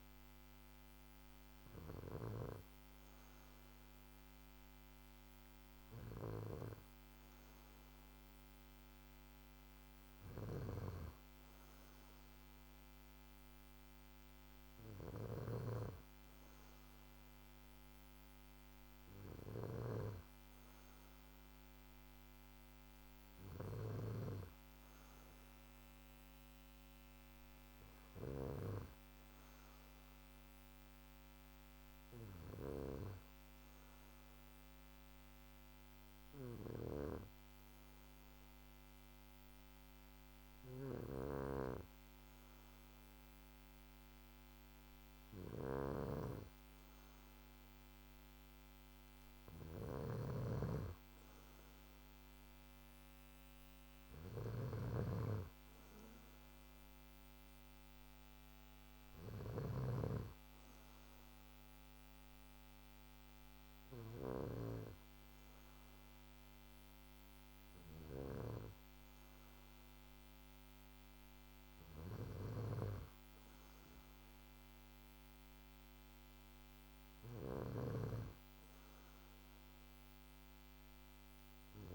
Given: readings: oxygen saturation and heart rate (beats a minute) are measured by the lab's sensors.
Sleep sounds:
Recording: breathing in sleep by a microphone on the trachea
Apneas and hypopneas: none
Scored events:
5.50-24.00 s: snoring (device-marked)
40.50-64.00 s: snoring (device-marked)
71.50-81.95 s: snoring (device-marked)
From the record:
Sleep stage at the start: N2 (light sleep)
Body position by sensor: on the back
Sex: male

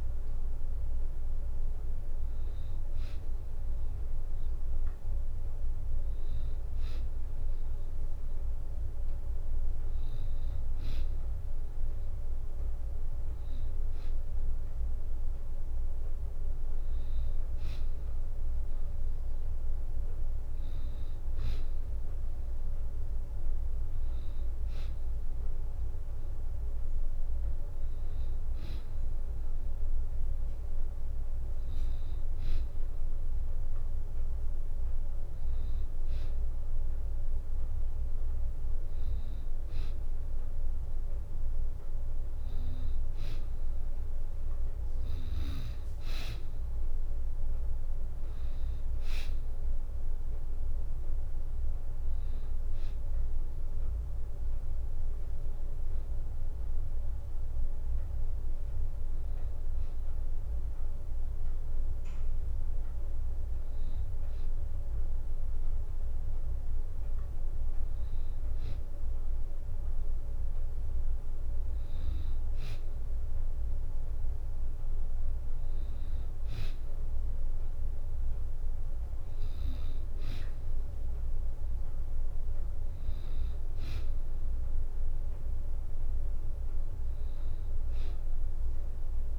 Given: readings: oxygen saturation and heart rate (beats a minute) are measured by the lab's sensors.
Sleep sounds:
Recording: breathing in sleep, hard to hear, by a room microphone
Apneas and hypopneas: none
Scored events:
45.00-57.00 s: drop in pulse transit time (device-marked, heart rate 68 before, 64 extreme)
From the record:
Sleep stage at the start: N2 (light sleep)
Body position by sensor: on the back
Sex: female

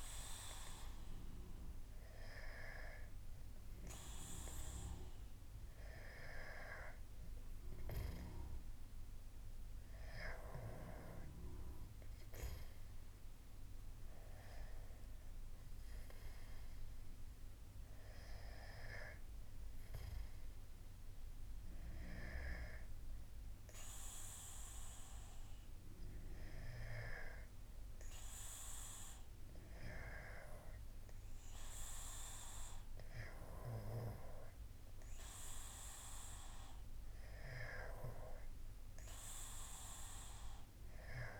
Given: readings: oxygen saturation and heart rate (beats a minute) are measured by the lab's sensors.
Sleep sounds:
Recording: breathing in sleep by a room microphone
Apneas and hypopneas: none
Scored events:
none scored
From the record:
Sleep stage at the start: N2 (light sleep)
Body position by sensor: on the back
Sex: male

